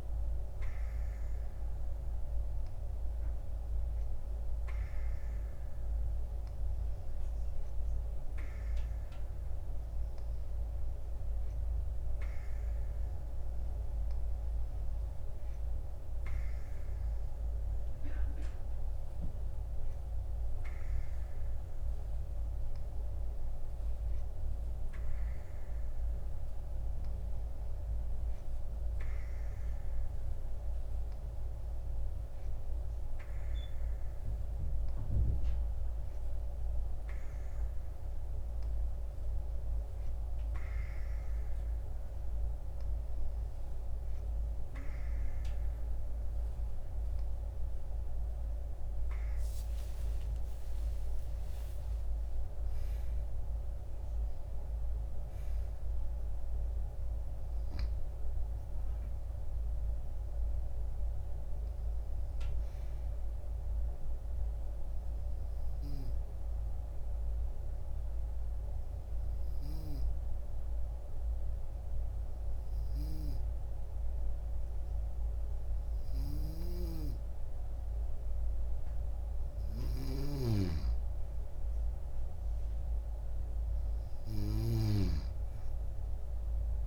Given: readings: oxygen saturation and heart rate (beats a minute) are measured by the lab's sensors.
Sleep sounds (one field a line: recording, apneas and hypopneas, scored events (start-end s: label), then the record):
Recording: breathing in sleep, hard to hear, by a room microphone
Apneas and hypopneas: 1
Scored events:
50.00-54.00 s: arousal
66.50-78.50 s: obstructive apnea (oxygen 96% before, 94% lowest, heart rate 76 before, 59 extreme, up 2 after)
76.00-85.00 s: snoring (device-marked)
81.00-84.50 s: arousal
From the record:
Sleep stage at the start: N2 (light sleep)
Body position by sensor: on the right side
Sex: female